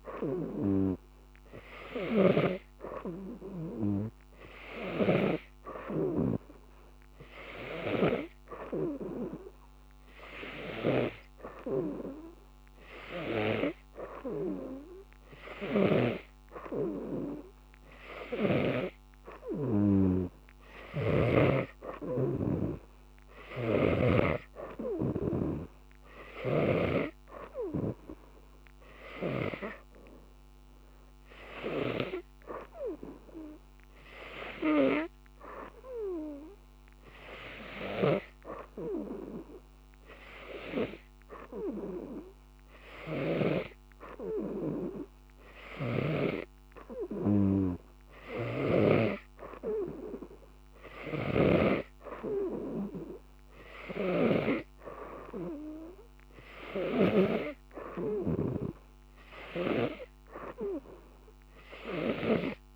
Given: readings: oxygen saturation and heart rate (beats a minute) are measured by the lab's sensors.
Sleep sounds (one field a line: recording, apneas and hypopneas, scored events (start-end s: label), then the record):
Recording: breathing in sleep by a microphone on the trachea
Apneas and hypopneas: none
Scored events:
2.00-5.50 s: snoring (device-marked)
23.50-27.00 s: snoring (device-marked)
45.50-49.00 s: snoring (device-marked)
51.00-58.50 s: snoring (device-marked)
From the record:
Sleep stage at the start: N2 (light sleep)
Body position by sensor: on the right side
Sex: female